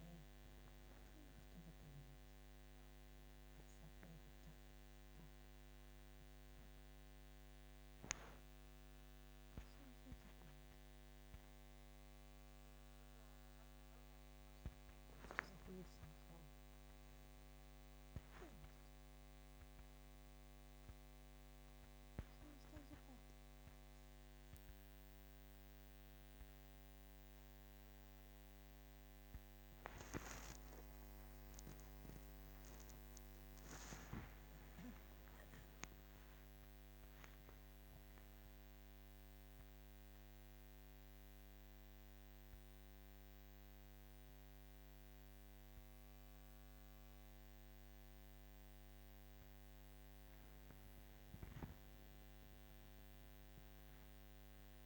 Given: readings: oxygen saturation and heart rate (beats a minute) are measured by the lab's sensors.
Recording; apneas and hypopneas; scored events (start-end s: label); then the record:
a person awake in a sleep study, by a microphone on the trachea; none
none scored
From the record:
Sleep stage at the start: awake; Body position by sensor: on the back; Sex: female